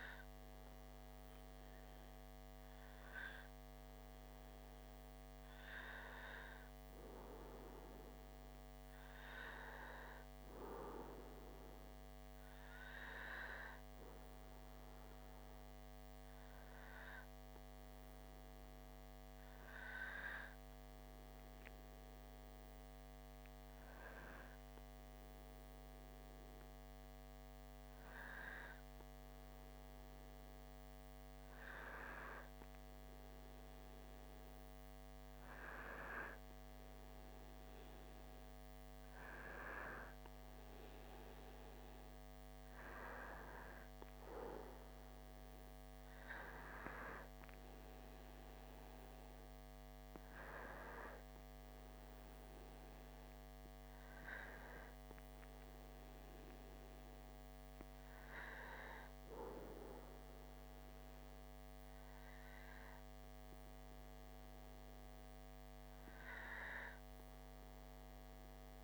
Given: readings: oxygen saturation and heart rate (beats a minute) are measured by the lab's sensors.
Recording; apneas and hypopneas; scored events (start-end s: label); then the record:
breathing in sleep by a microphone on the trachea; none
54.50-60.00 s: arousal
From the record:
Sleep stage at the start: N2 (light sleep); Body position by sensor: on the back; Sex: male